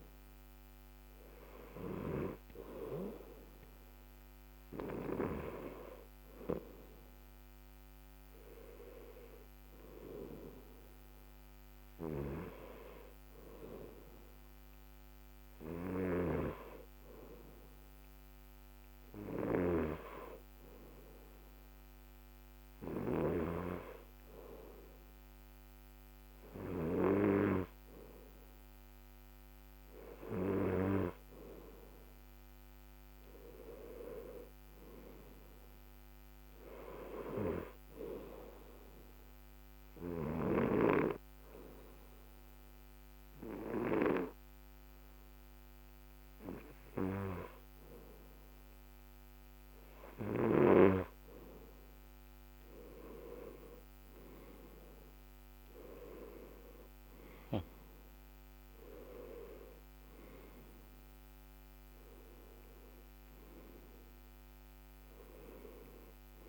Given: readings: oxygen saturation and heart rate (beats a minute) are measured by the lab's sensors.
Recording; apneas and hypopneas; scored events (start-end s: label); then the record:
breathing in sleep by a microphone on the trachea; 1
1.50-15.50 s: oxygen desaturation (device-marked, oxygen 96% before, 92% lowest, heart rate 76 before, 72 extreme)
38.50-52.50 s: hypopnea (oxygen 94% before, 90% lowest, heart rate 74 before, 69 extreme, up 10 after)
55.50-60.50 s: arousal
56.50-66.49 s: oxygen desaturation (device-marked, oxygen 94% before, 91% lowest, heart rate 73 before, 70 extreme)
From the record:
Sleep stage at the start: N2 (light sleep); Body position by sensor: on the back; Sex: male